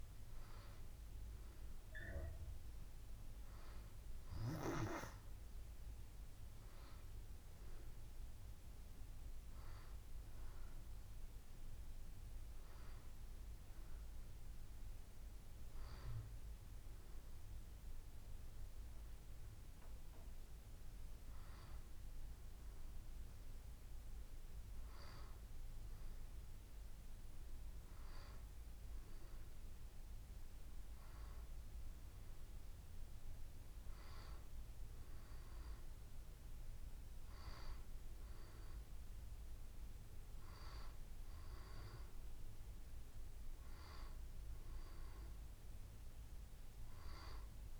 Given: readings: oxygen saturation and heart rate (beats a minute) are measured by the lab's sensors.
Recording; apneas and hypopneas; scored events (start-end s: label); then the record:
breathing in sleep by a room microphone; none
none scored
From the record:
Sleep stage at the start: N2 (light sleep); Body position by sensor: on the back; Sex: female